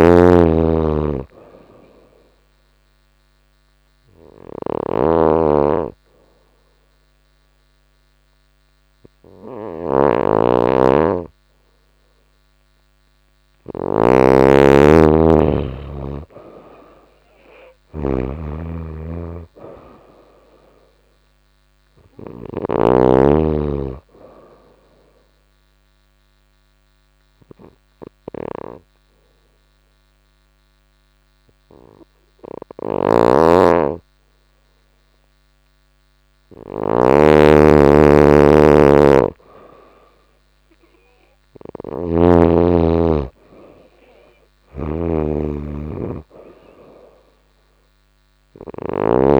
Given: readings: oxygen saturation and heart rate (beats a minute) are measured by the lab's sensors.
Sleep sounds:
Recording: breathing in sleep by a microphone on the trachea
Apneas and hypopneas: 2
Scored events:
0.00-22.00 s: snoring (device-marked)
2.00-14.50 s: hypopnea (oxygen 96% before, 90% lowest, heart rate 91 before, 89 extreme, up 2 after)
15.50-18.50 s: arousal
24.50-35.50 s: obstructive apnea (oxygen 95% before, 89% lowest, heart rate 91 before, 88 extreme, up 0 after)
29.50-41.50 s: oxygen desaturation (device-marked, oxygen 95% before, 91% lowest, heart rate 91 before, 88 extreme)
32.00-49.40 s: snoring (device-marked)
40.50-44.50 s: arousal
43.50-49.40 s: oxygen desaturation (device-marked, oxygen 96% before, 90% lowest, heart rate 90 before, 88 extreme)
From the record:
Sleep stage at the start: N2 (light sleep)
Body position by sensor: on the back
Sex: female

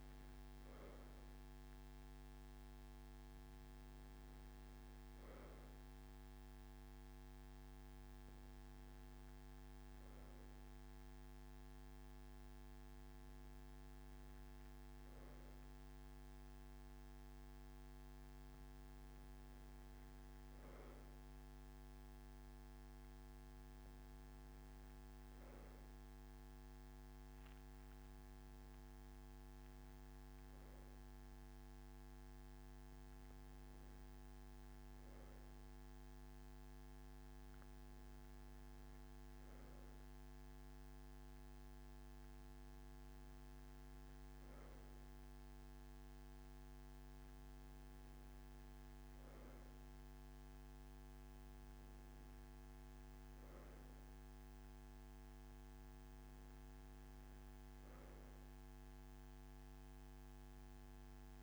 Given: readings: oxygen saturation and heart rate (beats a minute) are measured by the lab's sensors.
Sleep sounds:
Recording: breathing in sleep, hard to hear, by a microphone on the trachea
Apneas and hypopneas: none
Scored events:
none scored
From the record:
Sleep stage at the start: N2 (light sleep)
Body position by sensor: on the right side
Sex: male

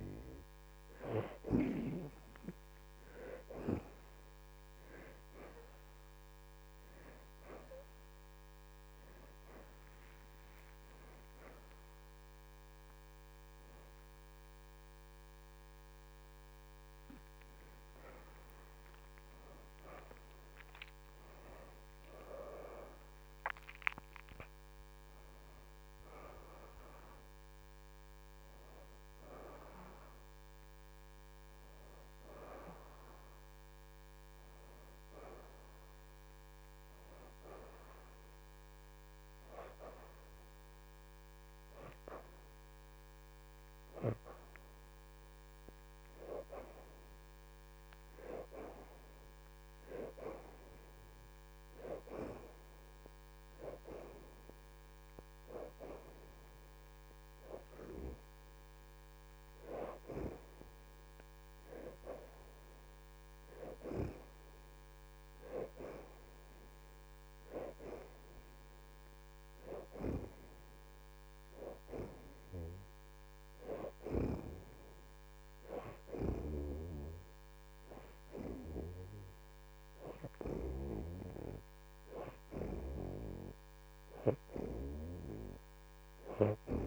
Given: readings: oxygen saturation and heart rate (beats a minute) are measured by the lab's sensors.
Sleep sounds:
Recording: breathing in sleep by a microphone on the trachea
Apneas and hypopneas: none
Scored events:
0.00-11.50 s: oxygen desaturation (device-marked, oxygen 60% lowest, heart rate 85 extreme)
9.50-14.00 s: arousal
13.50-31.50 s: oxygen desaturation (device-marked, oxygen 64% before, 59% lowest, heart rate 88 before, 85 extreme)
50.50-52.50 s: oxygen desaturation (device-marked, oxygen 78% before, 75% lowest, heart rate 107 before, 111 extreme)
58.50-81.50 s: oxygen desaturation (device-marked, oxygen 78% before, 70% lowest, heart rate 108 before, 108 extreme)
From the record:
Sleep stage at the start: N2 (light sleep)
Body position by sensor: on the back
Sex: female

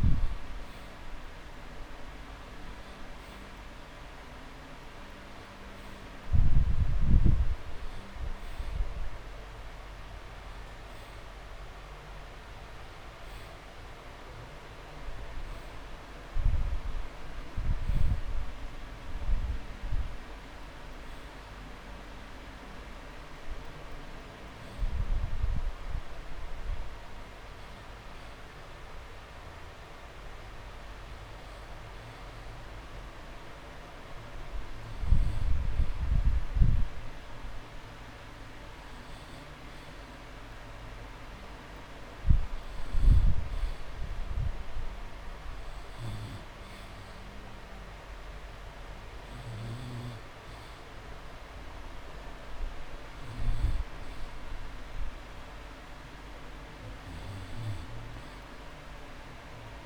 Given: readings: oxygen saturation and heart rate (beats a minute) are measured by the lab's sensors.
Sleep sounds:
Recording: breathing in sleep, hard to hear, by a room microphone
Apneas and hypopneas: none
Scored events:
none scored
From the record:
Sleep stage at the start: N2 (light sleep)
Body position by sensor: on the back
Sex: male

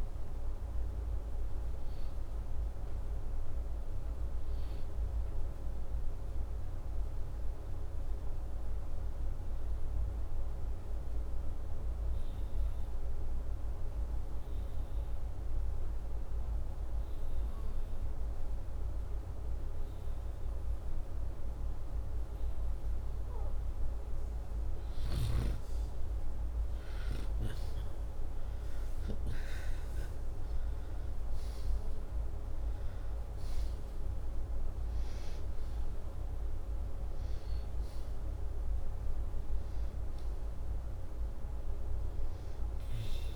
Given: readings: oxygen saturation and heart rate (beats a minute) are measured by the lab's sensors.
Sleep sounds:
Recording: breathing in sleep, hard to hear, by a room microphone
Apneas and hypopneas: 1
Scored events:
14.50-24.50 s: hypopnea (oxygen 96% before, 88% lowest, heart rate 81 before, 77 extreme, up 8 after)
25.50-43.36 s: oxygen desaturation (device-marked, oxygen 96% before, 88% lowest, heart rate 79 before, 80 extreme)
26.50-30.50 s: arousal
From the record:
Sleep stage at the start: N2 (light sleep)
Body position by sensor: upright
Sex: male

